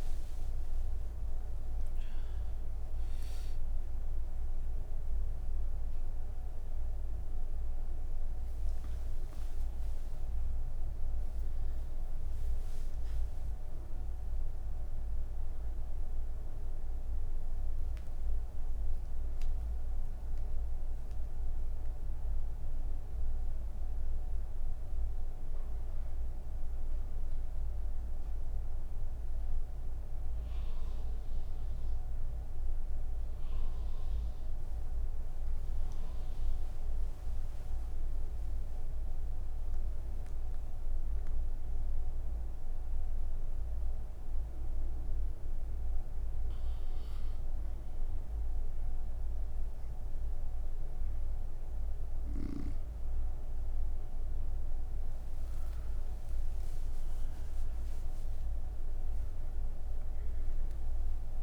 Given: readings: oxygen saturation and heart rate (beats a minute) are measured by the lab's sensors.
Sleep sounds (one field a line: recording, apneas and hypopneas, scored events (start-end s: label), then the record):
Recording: breathing in sleep, hard to hear, by a room microphone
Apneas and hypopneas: 1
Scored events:
23.50-35.50 s: obstructive apnea (oxygen 98% before, 96% lowest)
33.00-61.43 s: new sleep stage, N2 (light sleep)
From the record:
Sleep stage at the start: N3 (deep sleep)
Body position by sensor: on the right side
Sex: female